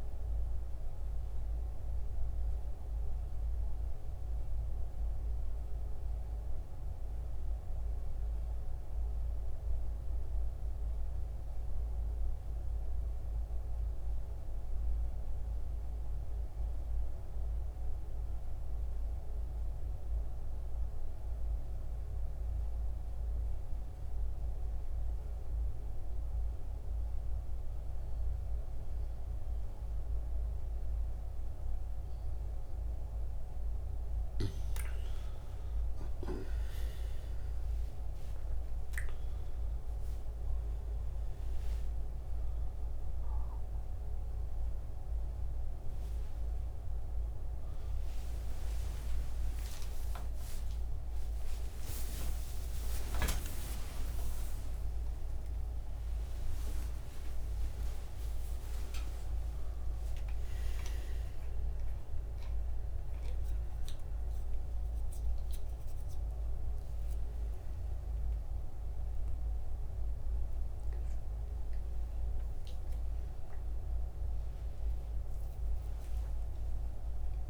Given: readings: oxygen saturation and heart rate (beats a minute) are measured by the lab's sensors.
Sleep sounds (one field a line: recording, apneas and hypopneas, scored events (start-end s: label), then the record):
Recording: a person partly awake in a sleep study, hard to hear, by a room microphone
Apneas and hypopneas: 1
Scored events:
0.00-15.00 s: oxygen desaturation (device-marked, oxygen 85% lowest, heart rate 65 extreme)
15.00-32.00 s: mixed apnea (oxygen 93% before, 88% lowest, heart rate 75 before, 65 extreme, up 11 after)
36.00-58.00 s: oxygen desaturation (device-marked, oxygen 94% before, 88% lowest, heart rate 67 before, 77 extreme)
48.00-77.49 s: new sleep stage, awake
From the record:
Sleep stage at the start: N2 (light sleep)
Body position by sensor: on the back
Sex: male